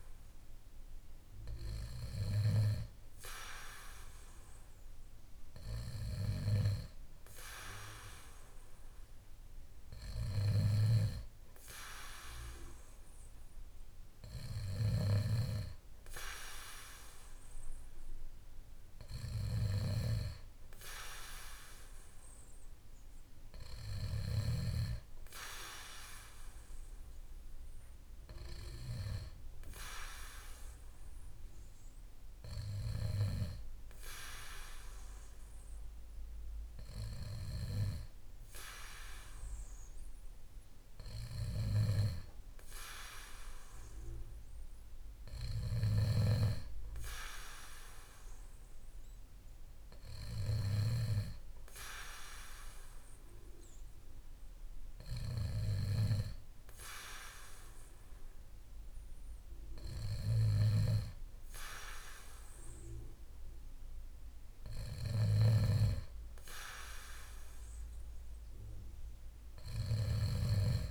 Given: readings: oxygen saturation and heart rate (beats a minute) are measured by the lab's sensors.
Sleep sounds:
breathing in sleep by a room microphone; none
64.50-70.91 s: snoring (device-marked)
From the record:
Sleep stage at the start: N2 (light sleep); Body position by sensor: on the back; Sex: male

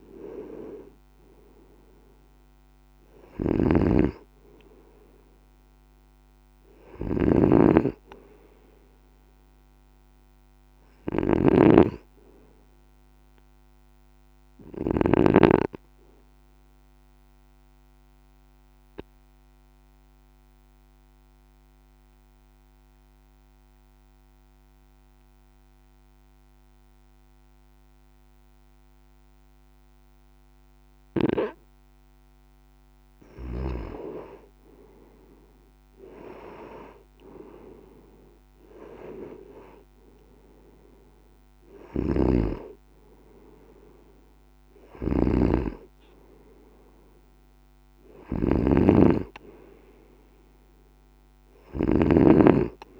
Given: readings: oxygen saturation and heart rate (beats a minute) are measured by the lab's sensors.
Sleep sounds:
breathing in sleep by a microphone on the trachea; 1
3.50-15.00 s: snoring (device-marked)
17.00-32.50 s: obstructive apnea (oxygen 96% before, 92% lowest, heart rate 58 before, 54 extreme, up 8 after)
36.00-39.00 s: arousal
42.00-53.00 s: snoring (device-marked)
From the record:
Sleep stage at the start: N2 (light sleep); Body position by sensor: on the right side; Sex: male

